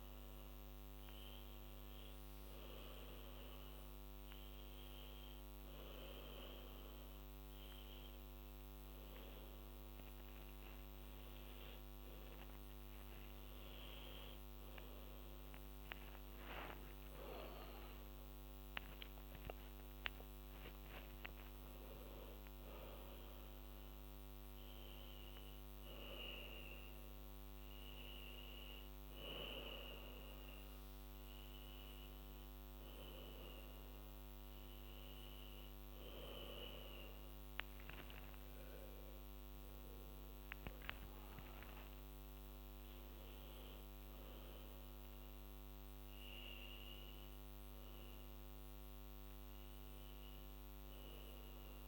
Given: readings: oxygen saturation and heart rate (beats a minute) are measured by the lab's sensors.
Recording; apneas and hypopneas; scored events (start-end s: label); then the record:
breathing in sleep by a microphone on the trachea; none
18.00-22.00 s: arousal
From the record:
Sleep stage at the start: N2 (light sleep); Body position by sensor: on the back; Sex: female